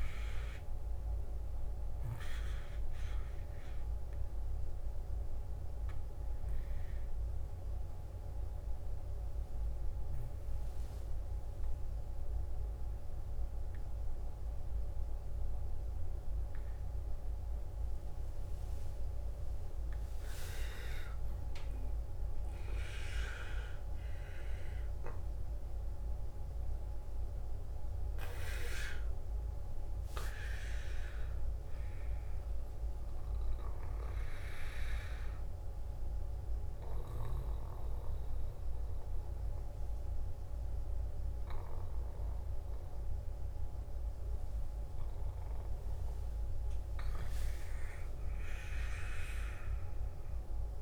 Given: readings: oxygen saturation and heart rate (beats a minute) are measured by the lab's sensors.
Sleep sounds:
breathing in sleep by a room microphone; 1
0.00-8.00 s: oxygen desaturation (device-marked, oxygen 87% lowest, heart rate 55 extreme)
2.00-19.00 s: hypopnea (oxygen 93% before, 87% lowest, heart rate 67 before, 55 extreme, up 9 after)
4.00-34.00 s: new sleep stage, N1 (lightest sleep)
20.50-24.50 s: arousal
26.00-47.00 s: oxygen desaturation (device-marked, oxygen 98% before, 94% lowest, heart rate 56 before, 54 extreme)
34.00-50.82 s: new sleep stage, N2 (light sleep)
47.50-50.82 s: arousal
From the record:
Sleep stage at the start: N2 (light sleep); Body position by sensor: on the back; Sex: male

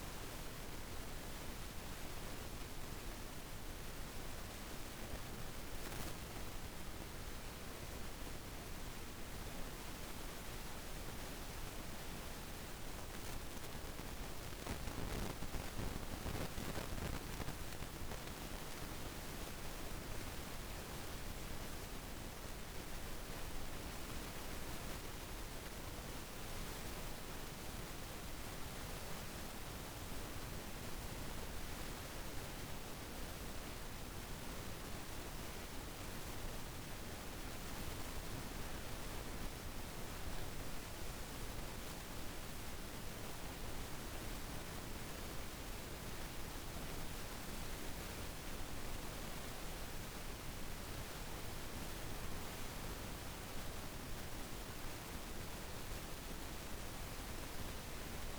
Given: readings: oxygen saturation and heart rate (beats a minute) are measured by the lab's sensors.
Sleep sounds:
a person awake in a sleep study, hard to hear, by a room microphone; none
none scored
From the record:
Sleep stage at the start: awake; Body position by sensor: on the back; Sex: female

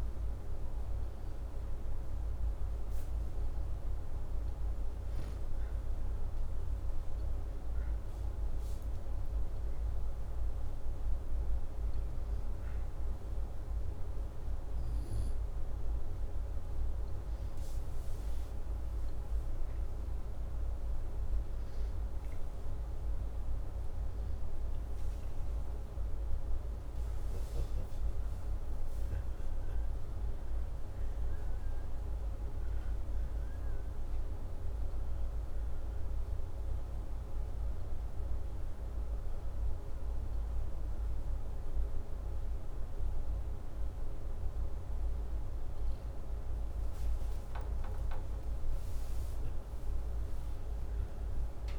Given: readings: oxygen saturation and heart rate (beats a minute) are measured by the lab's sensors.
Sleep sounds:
breathing in sleep, hard to hear, by a room microphone; none
none scored
From the record:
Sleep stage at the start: N2 (light sleep); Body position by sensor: upright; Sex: male

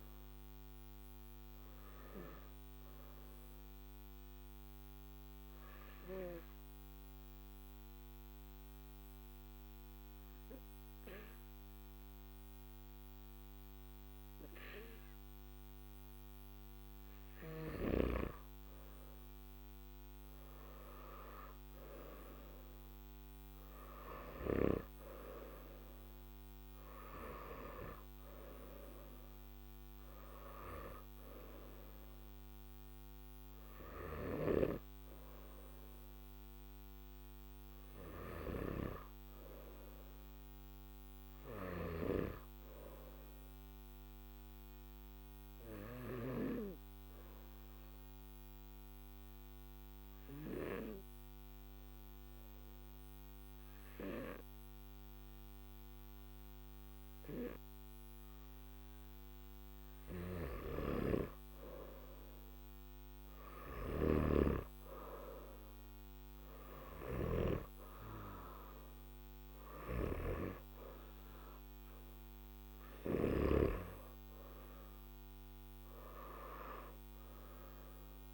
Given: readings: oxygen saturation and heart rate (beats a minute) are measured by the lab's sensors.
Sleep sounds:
breathing in sleep by a microphone on the trachea; 2
3.00-17.50 s: obstructive apnea (oxygen 97% before, 93% lowest, heart rate 55 before, 48 extreme, up 10 after)
24.00-41.00 s: oxygen desaturation (device-marked, oxygen 97% before, 94% lowest, heart rate 52 before, 50 extreme)
42.00-59.00 s: obstructive apnea (oxygen 97% before, 93% lowest, heart rate 57 before, 50 extreme, up 9 after)
64.00-78.33 s: oxygen desaturation (device-marked, oxygen 97% before, 93% lowest, heart rate 53 before, 52 extreme)
From the record:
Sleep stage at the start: N2 (light sleep); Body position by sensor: on the back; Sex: male

